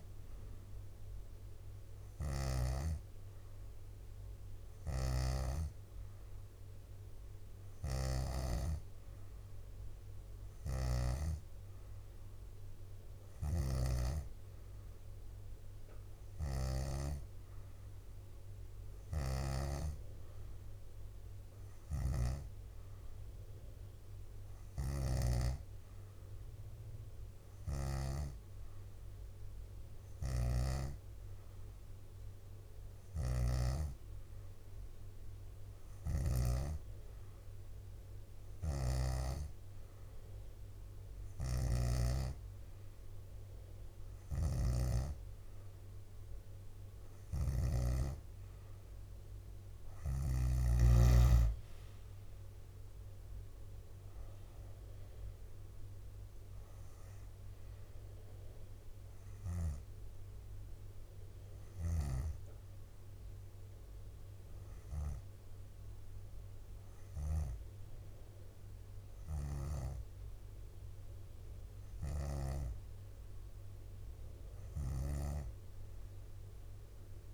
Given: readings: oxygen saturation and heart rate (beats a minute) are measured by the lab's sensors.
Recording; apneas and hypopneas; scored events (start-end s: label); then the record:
breathing in sleep by a room microphone; none
9.50-12.00 s: leg movement (device-marked)
10.50-17.00 s: snoring (device-marked)
19.00-25.50 s: snoring (device-marked)
30.00-36.50 s: snoring (device-marked)
32.50-33.50 s: leg movement (device-marked)
38.50-48.00 s: snoring (device-marked)
47.00-48.50 s: leg movement (device-marked)
49.50-51.50 s: leg movement (device-marked)
51.50-64.50 s: drop in pulse transit time (device-marked, heart rate 65 before, 67 extreme)
61.50-62.50 s: leg movement (device-marked)
74.50-77.34 s: snoring (device-marked)
From the record:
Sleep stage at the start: N2 (light sleep); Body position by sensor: on the back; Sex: female